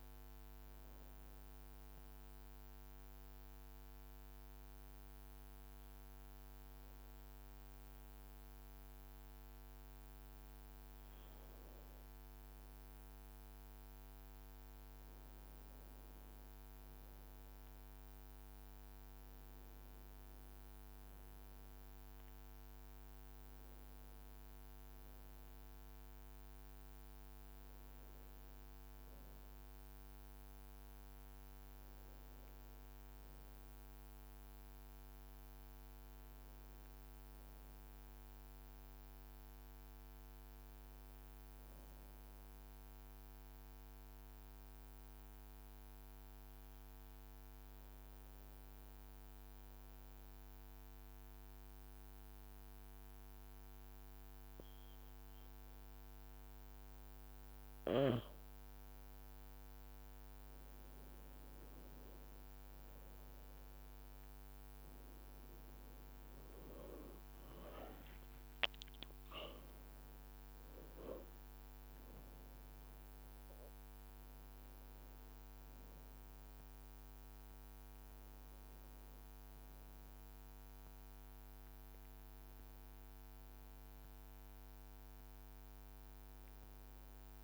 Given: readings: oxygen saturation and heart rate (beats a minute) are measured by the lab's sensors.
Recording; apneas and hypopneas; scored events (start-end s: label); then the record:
breathing in sleep, hard to hear, by a microphone on the trachea; 2
1.00-11.50 s: obstructive apnea (oxygen 95% before, 93% lowest, heart rate 56 before, 51 extreme, up 2 after)
14.00-18.50 s: arousal
37.00-40.50 s: arousal
43.00-58.50 s: obstructive apnea (oxygen 96% before, 91% lowest, heart rate 54 before, 51 extreme, up 2 after)
60.50-65.00 s: arousal
65.50-71.00 s: leg movement (device-marked)
69.50-87.44 s: new sleep stage, N1 (lightest sleep)
86.00-87.44 s: arousal
From the record:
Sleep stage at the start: N2 (light sleep); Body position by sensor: on the back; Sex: male